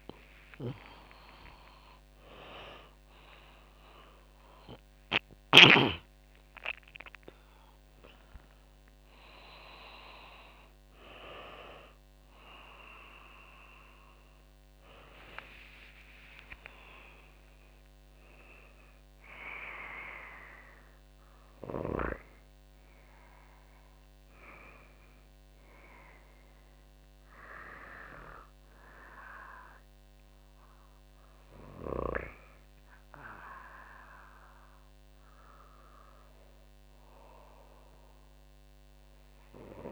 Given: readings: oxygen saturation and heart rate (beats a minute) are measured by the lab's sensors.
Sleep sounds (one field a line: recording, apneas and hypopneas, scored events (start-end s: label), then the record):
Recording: a person awake in a sleep study, by a microphone on the trachea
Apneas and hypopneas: none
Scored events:
22.00-39.92 s: new sleep stage, N2 (light sleep)
From the record:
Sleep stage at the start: awake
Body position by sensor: on the back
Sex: female